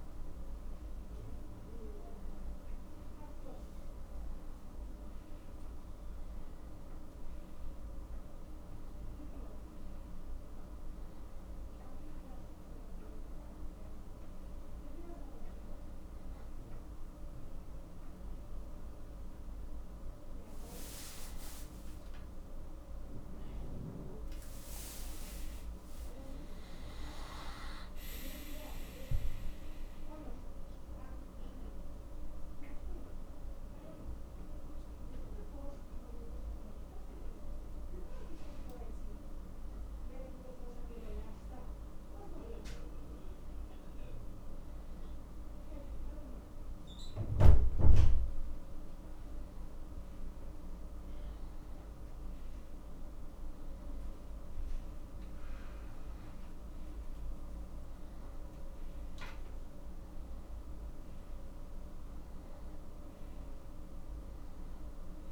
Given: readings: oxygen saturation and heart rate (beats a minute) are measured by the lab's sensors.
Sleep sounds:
a person awake in a sleep study, by a room microphone; none
none scored
From the record:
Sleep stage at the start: awake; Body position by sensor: on the back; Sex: male

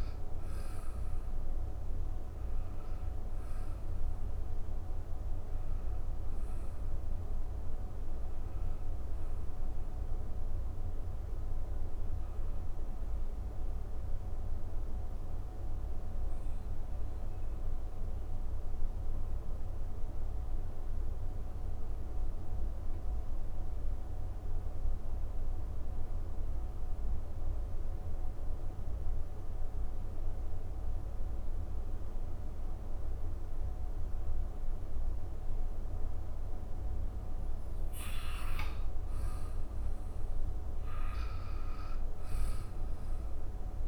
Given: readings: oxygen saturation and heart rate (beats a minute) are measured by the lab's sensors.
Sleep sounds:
breathing in sleep, hard to hear, by a room microphone; 1
0.00-21.00 s: oxygen desaturation (device-marked, oxygen 92% lowest, heart rate 133 extreme)
0.50-37.50 s: obstructive apnea (oxygen 97% before, 92% lowest, heart rate 93 before, 106 extreme, up 9 after)
39.50-43.50 s: arousal
From the record:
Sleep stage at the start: N2 (light sleep); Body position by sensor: on the back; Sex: male

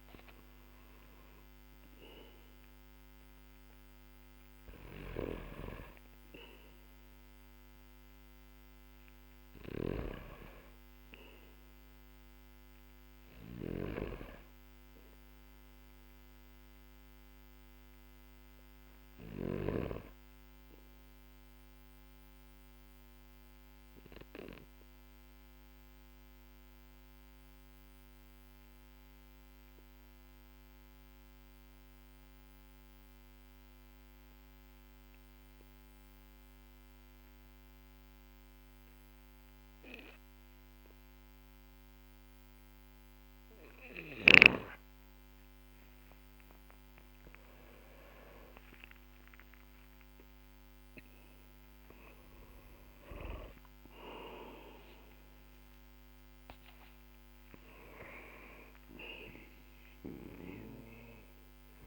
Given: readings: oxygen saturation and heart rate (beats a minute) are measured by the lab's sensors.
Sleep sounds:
breathing in sleep by a microphone on the trachea; 1
1.50-23.50 s: oxygen desaturation (device-marked, oxygen 98% before, 94% lowest, heart rate 55 before, 45 extreme)
4.50-19.00 s: snoring (device-marked)
13.50-18.00 s: arousal
21.00-45.00 s: obstructive apnea (oxygen 98% before, 92% lowest, heart rate 50 before, 47 extreme, up 13 after)
50.00-55.00 s: arousal
From the record:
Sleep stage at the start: N2 (light sleep); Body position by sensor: on the back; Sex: male

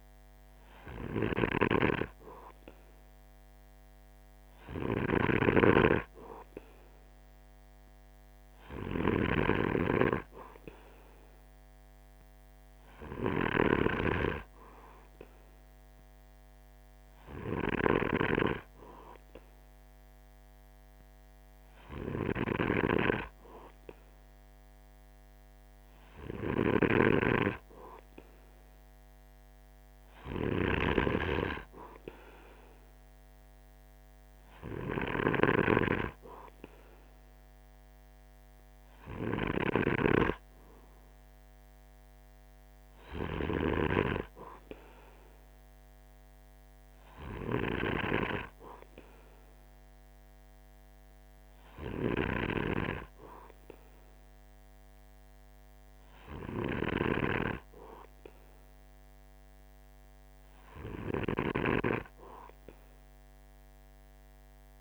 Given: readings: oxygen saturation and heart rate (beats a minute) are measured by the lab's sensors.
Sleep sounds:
breathing in sleep by a microphone on the trachea; 1
5.00-9.50 s: snoring (device-marked)
15.00-28.50 s: hypopnea (oxygen 95% before, 94% lowest, heart rate 48 before, 46 extreme, up 1 after)
29.50-33.50 s: arousal
30.50-35.50 s: snoring (device-marked)
From the record:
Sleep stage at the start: N2 (light sleep); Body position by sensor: on the right side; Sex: male

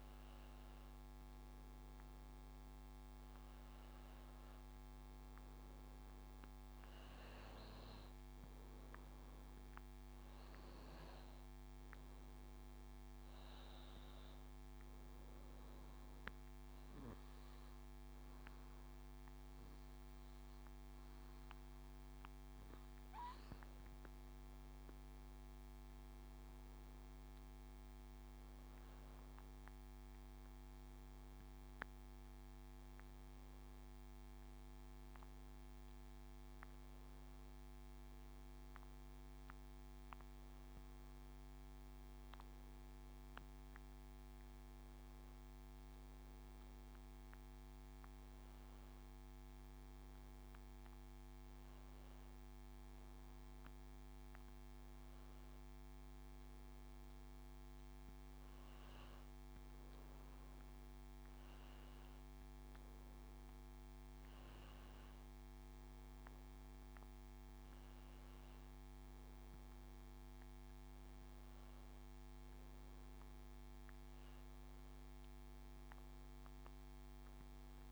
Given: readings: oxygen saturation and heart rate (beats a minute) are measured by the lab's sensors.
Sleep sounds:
breathing in sleep, hard to hear, by a microphone on the trachea; 1
15.00-25.50 s: obstructive apnea (oxygen 97% before, 94% lowest, heart rate 84 before, 80 extreme, up 5 after)
27.00-30.50 s: arousal
From the record:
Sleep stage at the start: N2 (light sleep); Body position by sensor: on the back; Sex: male

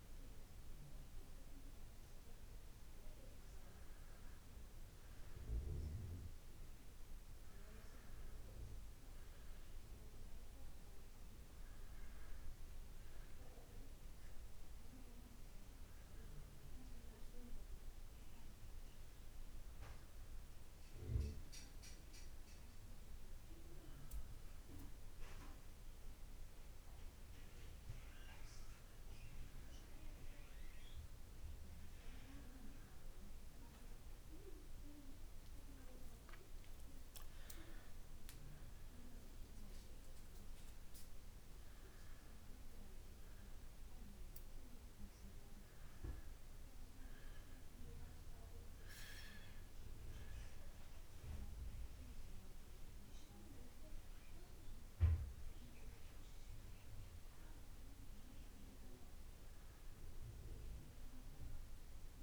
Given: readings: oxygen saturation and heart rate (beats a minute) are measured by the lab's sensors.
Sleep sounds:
breathing in sleep by a room microphone; none
none scored
From the record:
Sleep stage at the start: N2 (light sleep); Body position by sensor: on the back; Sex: male

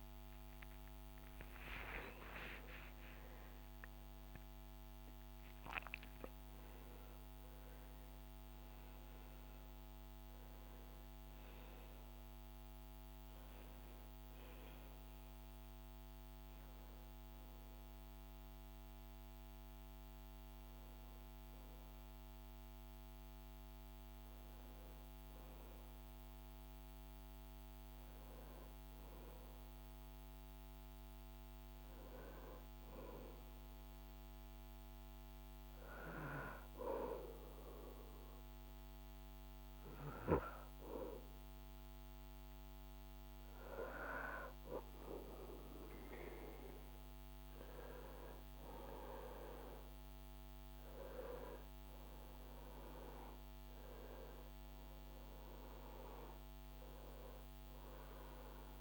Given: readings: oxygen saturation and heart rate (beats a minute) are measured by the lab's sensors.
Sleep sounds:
breathing in sleep by a microphone on the trachea; 1
0.00-19.00 s: oxygen desaturation (device-marked, oxygen 94% lowest, heart rate 76 extreme)
32.50-42.50 s: hypopnea (oxygen 99% before, 96% lowest, heart rate 83 before, 76 extreme, up 4 after)
43.50-48.50 s: arousal
From the record:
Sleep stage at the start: N1 (lightest sleep); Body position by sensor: on the back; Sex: male

